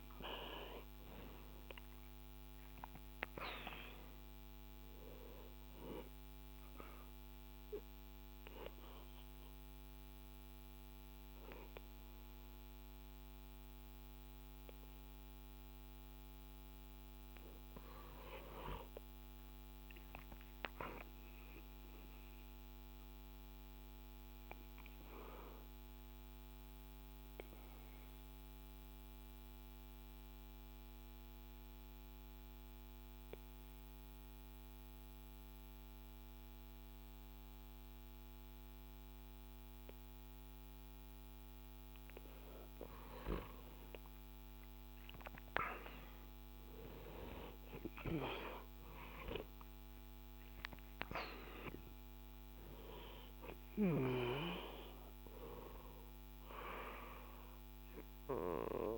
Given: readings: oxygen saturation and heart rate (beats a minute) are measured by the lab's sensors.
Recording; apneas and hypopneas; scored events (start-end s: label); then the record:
breathing in sleep by a microphone on the trachea; 2
0.00-22.50 s: oxygen desaturation (device-marked, oxygen 92% lowest, heart rate 58 extreme)
5.00-15.00 s: obstructive apnea (oxygen 97% before, 92% lowest, heart rate 71 before, 58 extreme, up 9 after)
16.50-19.50 s: arousal
22.00-41.00 s: obstructive apnea (oxygen 97% before, 93% lowest, heart rate 69 before, 58 extreme, up 17 after)
44.00-48.50 s: arousal
49.50-58.98 s: oxygen desaturation (device-marked, oxygen 96% before, 93% lowest, heart rate 66 before, 58 extreme)
From the record:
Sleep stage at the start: N2 (light sleep); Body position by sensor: on the back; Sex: male